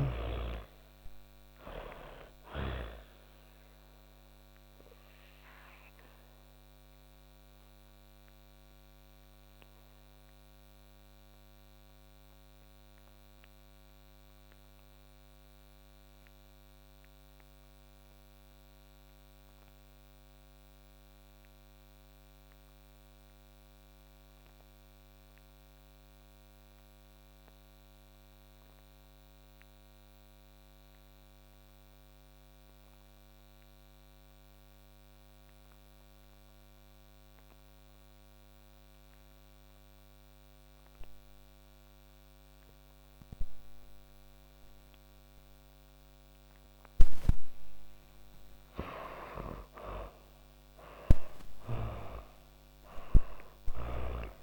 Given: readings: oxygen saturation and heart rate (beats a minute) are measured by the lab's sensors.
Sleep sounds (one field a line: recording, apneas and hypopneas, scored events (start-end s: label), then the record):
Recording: breathing in sleep by a microphone on the trachea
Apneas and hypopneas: 1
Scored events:
0.00-22.50 s: oxygen desaturation (device-marked, oxygen 74% lowest, heart rate 29 extreme)
7.50-47.00 s: obstructive apnea (oxygen 98% before, 72% lowest, heart rate 81 before, 29 extreme)
37.50-54.43 s: oxygen desaturation (device-marked, oxygen 98% before, 72% lowest, heart rate 91 before, 25 extreme)
48.50-52.50 s: arousal
From the record:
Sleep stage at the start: N2 (light sleep)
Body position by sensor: on the back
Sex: female